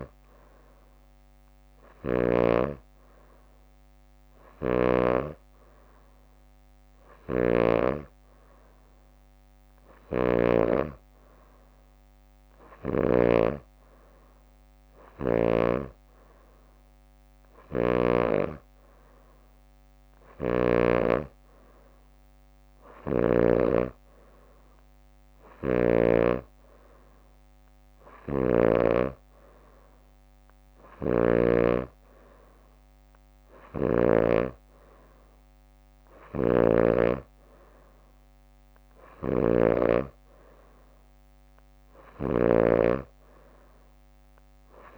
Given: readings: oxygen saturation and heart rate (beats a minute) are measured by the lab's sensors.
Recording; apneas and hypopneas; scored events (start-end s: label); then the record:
breathing in sleep by a microphone on the trachea; none
0.00-2.50 s: snoring (device-marked)
7.00-13.50 s: snoring (device-marked)
23.00-24.00 s: leg movement (device-marked)
28.00-29.50 s: leg movement (device-marked)
28.00-34.50 s: snoring (device-marked)
33.50-37.00 s: leg movement (device-marked)
39.00-40.50 s: leg movement (device-marked)
39.00-44.98 s: snoring (device-marked)
41.50-44.98 s: leg movement (device-marked)
From the record:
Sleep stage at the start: N2 (light sleep); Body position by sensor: on the back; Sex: female